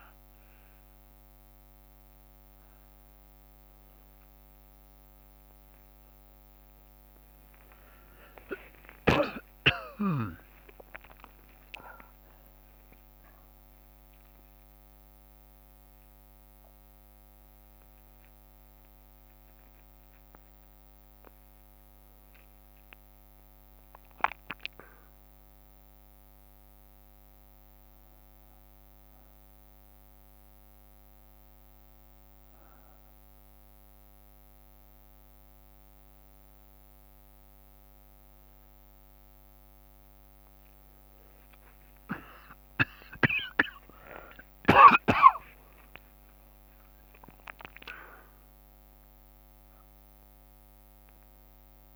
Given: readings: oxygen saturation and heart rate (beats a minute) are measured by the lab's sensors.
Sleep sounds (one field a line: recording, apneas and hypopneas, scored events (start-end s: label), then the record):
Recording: a person awake in a sleep study, by a microphone on the trachea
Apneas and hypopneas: 1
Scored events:
7.50-12.50 s: tachycardia (device-marked, heart rate 57 before, 122 extreme)
9.00-11.00 s: long interval between heartbeats (device-marked, heart rate 55 before, 85 extreme)
9.50-22.50 s: drop in pulse transit time (device-marked, heart rate 57 before, 61 extreme)
12.00-14.00 s: long interval between heartbeats (device-marked, heart rate 61 before, 122 extreme)
26.50-51.96 s: new sleep stage, N1 (lightest sleep)
27.50-38.50 s: hypopnea (oxygen 96% before, 90% lowest, heart rate 82 before, 57 extreme, up 22 after)
42.50-46.50 s: arousal
45.50-47.50 s: long interval between heartbeats (device-marked, heart rate 60 before, 80 extreme)
46.50-51.96 s: oxygen desaturation (device-marked, oxygen 97% before, 93% lowest, heart rate 61 before, 57 extreme)
From the record:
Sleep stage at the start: awake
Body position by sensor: on the back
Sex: male